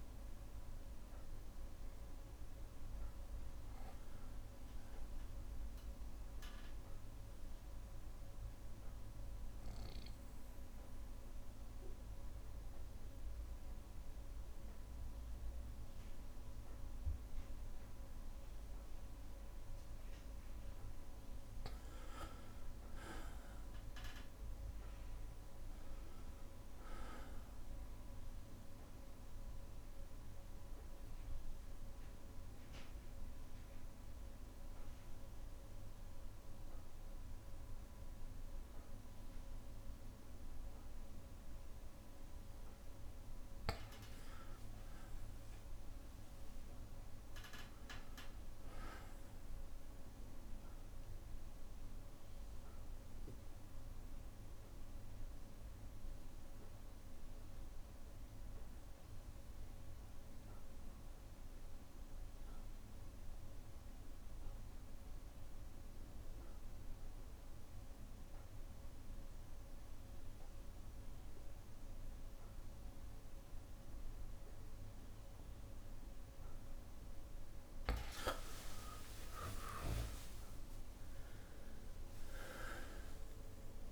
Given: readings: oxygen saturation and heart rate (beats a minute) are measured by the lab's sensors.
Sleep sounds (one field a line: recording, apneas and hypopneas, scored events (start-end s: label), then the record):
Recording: breathing in sleep by a room microphone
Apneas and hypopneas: 3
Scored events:
0.00-5.50 s: bradycardia (device-marked, heart rate 27 extreme)
7.00-20.50 s: obstructive apnea (oxygen 99% before, 95% lowest, heart rate 98 before, 52 extreme, up 4 after)
23.00-27.00 s: arousal
25.50-31.50 s: bradycardia (device-marked, heart rate 66 before, 54 extreme)
27.00-29.00 s: long interval between heartbeats (device-marked, heart rate 59 before, 64 extreme)
27.50-42.50 s: oxygen desaturation (device-marked, oxygen 98% before, 95% lowest, heart rate 60 before, 52 extreme)
30.50-42.50 s: obstructive apnea (oxygen 99% before, 91% lowest, heart rate 61 before, 59 extreme, up 11 after)
32.50-37.50 s: bradycardia (device-marked, heart rate 66 before, 52 extreme)
41.00-43.00 s: long interval between heartbeats (device-marked, heart rate 59 before, 69 extreme)
45.50-49.50 s: arousal
54.00-74.50 s: obstructive apnea (oxygen 98% before, 91% lowest, heart rate 63 before, 54 extreme, up 18 after)
63.50-67.50 s: bradycardia (device-marked, heart rate 66 before, 59 extreme)
76.50-83.91 s: oxygen desaturation (device-marked, oxygen 98% before, 91% lowest, heart rate 60 before, 54 extreme)
78.50-80.50 s: long interval between heartbeats (device-marked, heart rate 60 before, 69 extreme)
82.50-83.91 s: bradycardia (device-marked, heart rate 66 before, 65 extreme)
From the record:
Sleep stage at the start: N2 (light sleep)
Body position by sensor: on the back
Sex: male